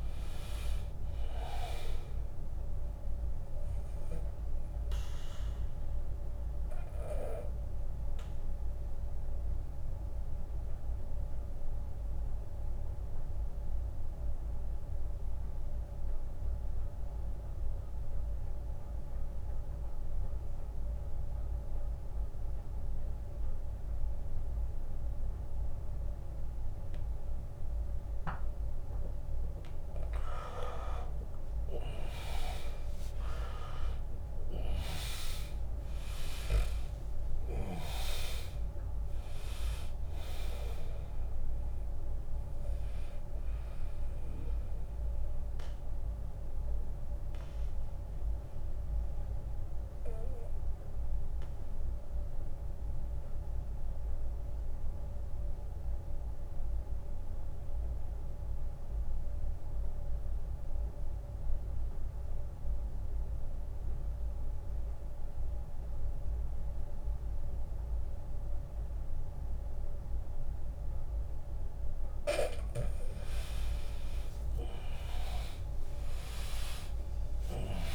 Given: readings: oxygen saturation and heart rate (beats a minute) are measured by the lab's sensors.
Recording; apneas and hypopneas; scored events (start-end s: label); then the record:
breathing in sleep by a room microphone; 2
0.00-7.00 s: drop in pulse transit time (device-marked, heart rate 82 extreme)
0.00-19.00 s: oxygen desaturation (device-marked, oxygen 87% lowest, heart rate 69 extreme)
6.50-29.00 s: mixed apnea (oxygen 100% before, 83% lowest, heart rate 80 before, 69 extreme, up 14 after)
32.00-36.50 s: arousal
33.00-46.00 s: drop in pulse transit time (device-marked, heart rate 75 before, 77 extreme)
33.00-57.00 s: oxygen desaturation (device-marked, oxygen 100% before, 83% lowest, heart rate 75 before, 72 extreme)
45.50-72.50 s: mixed apnea (oxygen 100% before, 80% lowest, heart rate 80 before, 72 extreme, up 8 after)
71.00-77.95 s: oxygen desaturation (device-marked, oxygen 100% before, 80% lowest, heart rate 77 before, 72 extreme)
74.50-77.95 s: arousal
75.00-77.95 s: drop in pulse transit time (device-marked, heart rate 76 before, 77 extreme)
From the record:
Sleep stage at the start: N2 (light sleep); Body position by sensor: on the back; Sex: male